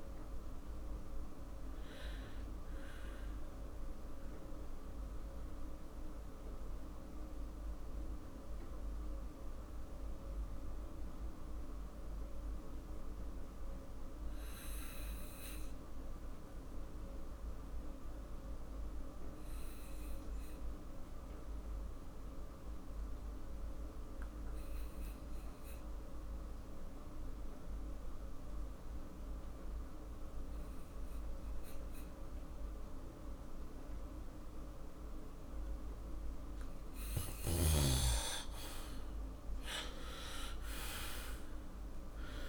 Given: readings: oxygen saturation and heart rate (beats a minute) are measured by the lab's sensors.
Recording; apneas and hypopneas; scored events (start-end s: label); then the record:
breathing in sleep by a room microphone; 1
5.00-36.50 s: mixed apnea (oxygen 98% before, 81% lowest, heart rate 51 before, 45 extreme, up 12 after)
17.50-33.50 s: oxygen desaturation (device-marked, oxygen 94% before, 81% lowest, heart rate 54 before, 45 extreme)
38.00-42.49 s: arousal
From the record:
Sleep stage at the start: REM sleep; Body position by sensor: on the back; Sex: male